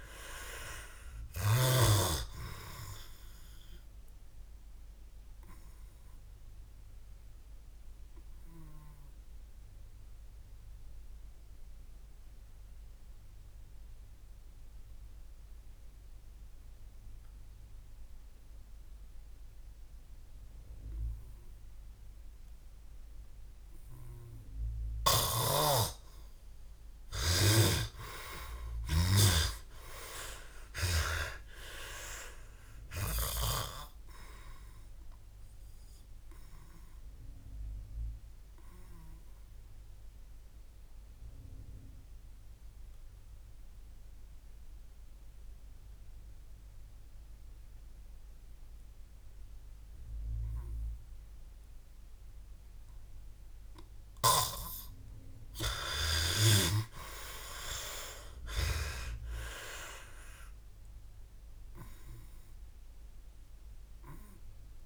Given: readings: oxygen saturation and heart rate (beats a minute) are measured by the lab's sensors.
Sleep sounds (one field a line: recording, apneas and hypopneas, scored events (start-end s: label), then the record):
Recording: breathing in sleep by a room microphone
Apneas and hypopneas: 2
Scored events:
6.00-23.00 s: oxygen desaturation (device-marked, oxygen 98% before, 91% lowest, heart rate 63 before, 58 extreme)
8.00-22.50 s: obstructive apnea (oxygen 98% before, 91% lowest, heart rate 63 before, 58 extreme, up 32 after)
27.00-31.00 s: snoring (device-marked)
28.00-32.00 s: arousal
39.50-52.00 s: obstructive apnea (oxygen 97% before, 91% lowest, heart rate 72 before, 57 extreme, up 40 after)
55.00-58.50 s: arousal
From the record:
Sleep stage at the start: N2 (light sleep)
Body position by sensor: on the back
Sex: male